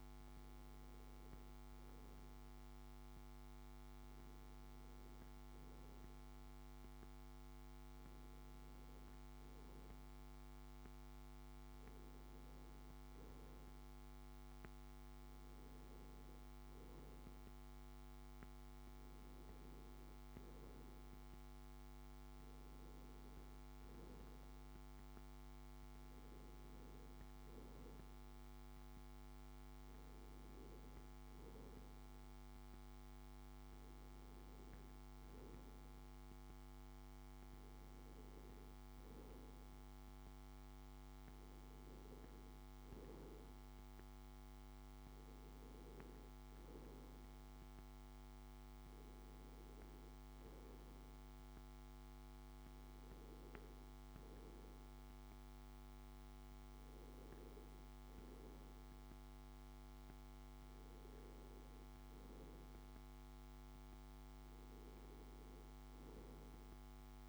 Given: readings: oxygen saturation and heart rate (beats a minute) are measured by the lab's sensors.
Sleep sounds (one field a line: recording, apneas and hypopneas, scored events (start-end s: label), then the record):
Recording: breathing in sleep, hard to hear, by a microphone on the trachea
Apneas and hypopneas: none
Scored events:
none scored
From the record:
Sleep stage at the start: N2 (light sleep)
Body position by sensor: on the back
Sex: male